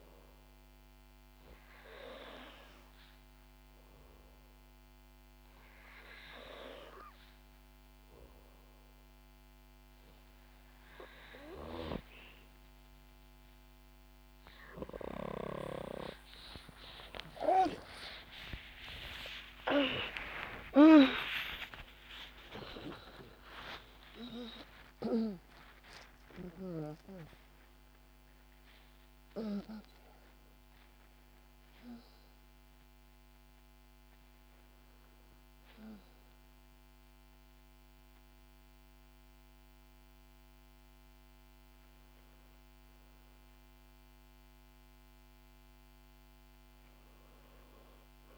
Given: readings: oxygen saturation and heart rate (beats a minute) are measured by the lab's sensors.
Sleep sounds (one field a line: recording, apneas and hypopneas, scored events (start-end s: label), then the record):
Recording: breathing in sleep by a microphone on the trachea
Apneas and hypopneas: none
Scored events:
16.00-22.00 s: arousal
18.50-23.50 s: tachycardia (device-marked, heart rate 67 before, 122 extreme)
21.00-23.00 s: long interval between heartbeats (device-marked, heart rate 70 before, 98 extreme)
24.50-48.38 s: new sleep stage, N2 (light sleep)
From the record:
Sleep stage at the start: N3 (deep sleep)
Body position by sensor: on the back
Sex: female